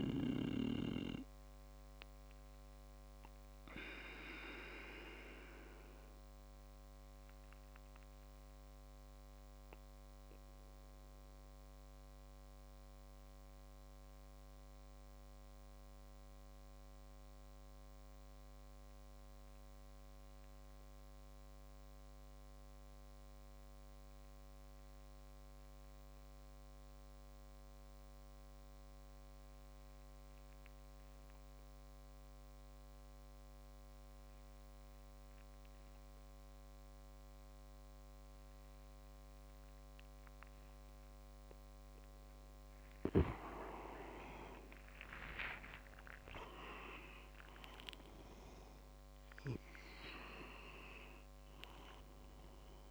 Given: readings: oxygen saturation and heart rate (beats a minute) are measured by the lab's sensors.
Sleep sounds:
breathing in sleep by a microphone on the trachea; 1
0.00-2.00 s: oxygen desaturation (device-marked, oxygen 93% lowest)
0.00-12.00 s: tachycardia (device-marked)
0.50-41.00 s: obstructive apnea (oxygen 99% before, 93% lowest)
34.00-52.91 s: oxygen desaturation (device-marked, oxygen 98% before, 93% lowest)
43.00-47.00 s: arousal
45.50-48.00 s: leg movement (device-marked)
From the record:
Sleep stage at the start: N2 (light sleep); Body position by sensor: on the back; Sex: male

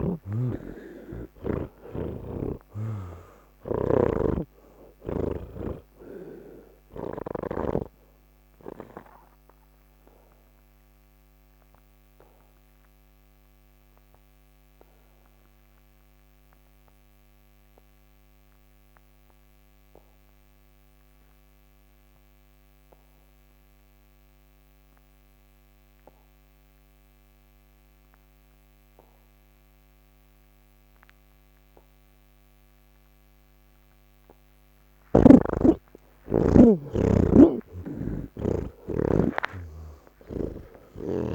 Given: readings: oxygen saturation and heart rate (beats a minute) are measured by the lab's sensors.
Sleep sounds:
breathing in sleep by a microphone on the trachea; 1
0.00-23.50 s: oxygen desaturation (device-marked, oxygen 79% lowest, heart rate 43 extreme)
2.00-5.50 s: snoring (device-marked)
8.50-34.50 s: obstructive apnea (oxygen 98% before, 78% lowest, heart rate 138 before, 43 extreme)
20.50-41.34 s: new sleep stage, N3 (deep sleep)
32.50-41.34 s: oxygen desaturation (device-marked, oxygen 98% before, 78% lowest, heart rate 135 before, 58 extreme)
From the record:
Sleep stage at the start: N1 (lightest sleep); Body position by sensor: on the back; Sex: male

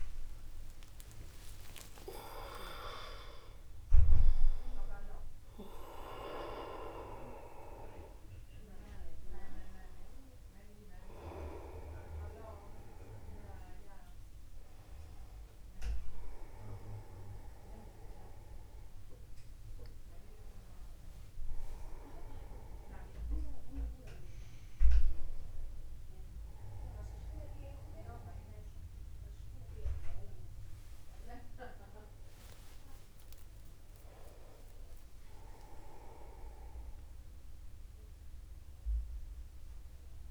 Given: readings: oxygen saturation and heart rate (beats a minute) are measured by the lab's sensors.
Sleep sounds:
a person awake in a sleep study, by a room microphone; none
3.00-5.00 s: long interval between heartbeats (device-marked, heart rate 59 before, 121 extreme)
9.00-11.00 s: long interval between heartbeats (device-marked, heart rate 75 before, 70 extreme)
11.00-13.00 s: long interval between heartbeats (device-marked, heart rate 77 before, 95 extreme)
15.50-17.50 s: long interval between heartbeats (device-marked, heart rate 89 before, 111 extreme)
18.00-20.00 s: long interval between heartbeats (device-marked, heart rate 98 before, 97 extreme)
20.00-22.00 s: long interval between heartbeats (device-marked, heart rate 101 before, 103 extreme)
22.00-24.00 s: long interval between heartbeats (device-marked, heart rate 102 before, 113 extreme)
24.00-40.31 s: new sleep stage, N1 (lightest sleep)
26.50-28.50 s: long interval between heartbeats (device-marked, heart rate 102 before, 105 extreme)
33.00-35.00 s: long interval between heartbeats (device-marked, heart rate 103 before, 82 extreme)
35.50-37.50 s: long interval between heartbeats (device-marked, heart rate 99 before, 85 extreme)
From the record:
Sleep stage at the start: awake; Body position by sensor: upright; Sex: male

